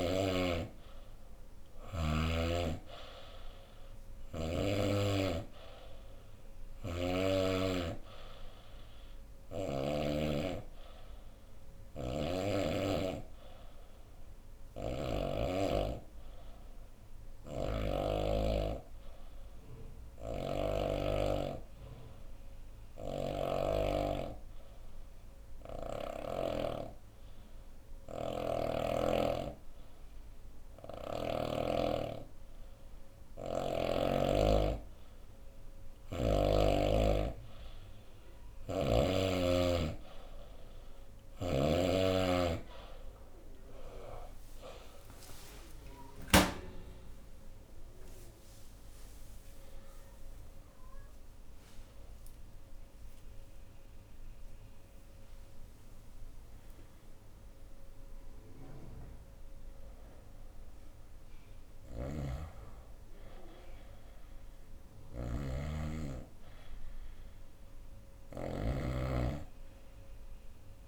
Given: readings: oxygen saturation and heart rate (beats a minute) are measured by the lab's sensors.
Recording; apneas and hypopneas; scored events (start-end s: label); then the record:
breathing in sleep by a room microphone; 1
1.50-5.00 s: snoring (device-marked)
9.50-35.00 s: obstructive apnea (oxygen 96% before, 91% lowest, heart rate 69 before, 65 extreme, up 4 after)
17.00-23.00 s: snoring (device-marked)
27.50-31.00 s: snoring (device-marked)
34.50-50.50 s: oxygen desaturation (device-marked, oxygen 95% before, 91% lowest, heart rate 67 before, 69 extreme)
46.50-54.00 s: arousal
61.00-70.88 s: snoring (device-marked)
From the record:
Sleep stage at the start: N2 (light sleep); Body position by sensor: on the right side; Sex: female